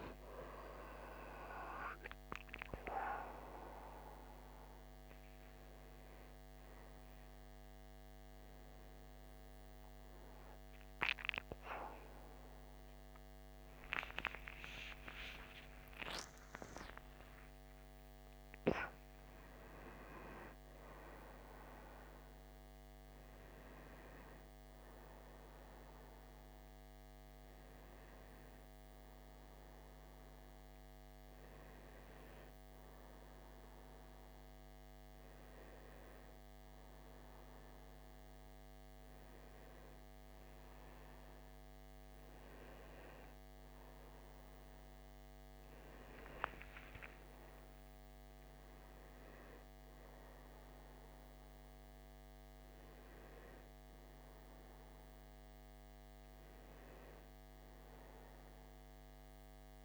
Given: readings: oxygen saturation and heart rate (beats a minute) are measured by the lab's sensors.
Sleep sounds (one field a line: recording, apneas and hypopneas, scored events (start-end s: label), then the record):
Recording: a person partly awake in a sleep study, by a microphone on the trachea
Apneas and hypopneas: none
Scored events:
19.00-59.85 s: new sleep stage, N1 (lightest sleep)
32.00-41.00 s: oxygen desaturation (device-marked, oxygen 97% before, 94% lowest, heart rate 95 before, 65 extreme)
46.00-49.50 s: arousal
From the record:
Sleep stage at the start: awake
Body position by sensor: on the back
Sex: male